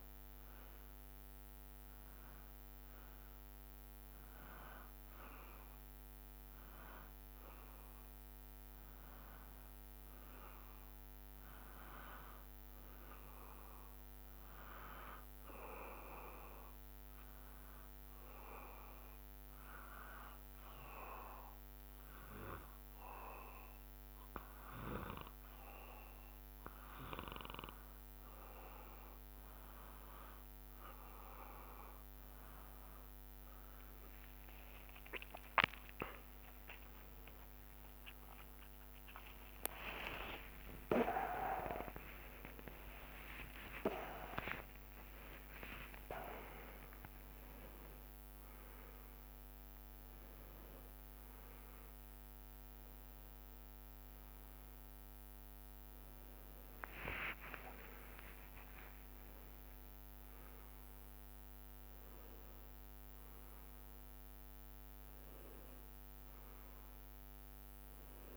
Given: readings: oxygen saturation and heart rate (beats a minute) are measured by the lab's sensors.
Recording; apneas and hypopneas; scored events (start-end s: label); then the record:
a person partly awake in a sleep study, by a microphone on the trachea; 1
0.00-3.00 s: drop in pulse transit time (device-marked, heart rate 66 extreme)
17.00-28.00 s: obstructive apnea (oxygen 96% before, 90% lowest, heart rate 65 before, 65 extreme, up 5 after)
32.50-34.50 s: long interval between heartbeats (device-marked, heart rate 66 before, 66 extreme)
35.00-47.00 s: tachycardia (device-marked, heart rate 66 before, 176 extreme)
35.00-48.00 s: oxygen desaturation (device-marked, oxygen 96% before, 90% lowest, heart rate 66 before, 70 extreme)
36.00-38.00 s: long interval between heartbeats (device-marked, heart rate 66 before, 86 extreme)
38.00-43.00 s: drop in pulse transit time (device-marked, heart rate 69 before, 118 extreme)
39.00-41.00 s: long interval between heartbeats (device-marked, heart rate 71 before, 135 extreme)
44.00-68.37 s: new sleep stage, awake
45.00-47.00 s: long interval between heartbeats (device-marked, heart rate 99 before, 118 extreme)
45.00-51.00 s: drop in pulse transit time (device-marked, heart rate 99 before, 99 extreme)
50.50-52.50 s: long interval between heartbeats (device-marked, heart rate 111 before, 90 extreme)
From the record:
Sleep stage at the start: N2 (light sleep); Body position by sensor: on the back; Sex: male